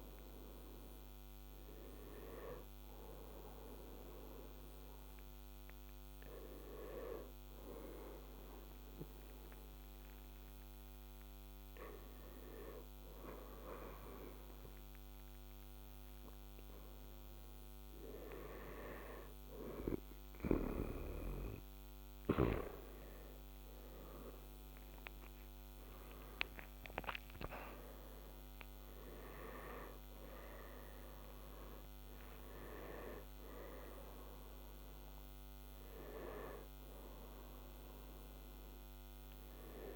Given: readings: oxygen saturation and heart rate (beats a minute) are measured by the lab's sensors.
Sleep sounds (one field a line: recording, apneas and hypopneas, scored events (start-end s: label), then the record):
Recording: breathing in sleep by a microphone on the trachea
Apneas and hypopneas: 1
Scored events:
3.50-14.00 s: hypopnea (oxygen 98% before, 91% lowest, heart rate 88 before, 79 extreme, up 3 after)
15.50-19.50 s: arousal
20.00-39.00 s: oxygen desaturation (device-marked, oxygen 98% before, 94% lowest, heart rate 82 before, 75 extreme)
31.50-33.50 s: long interval between heartbeats (device-marked, heart rate 84 before, 102 extreme)
From the record:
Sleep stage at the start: N2 (light sleep)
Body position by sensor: on the right side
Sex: male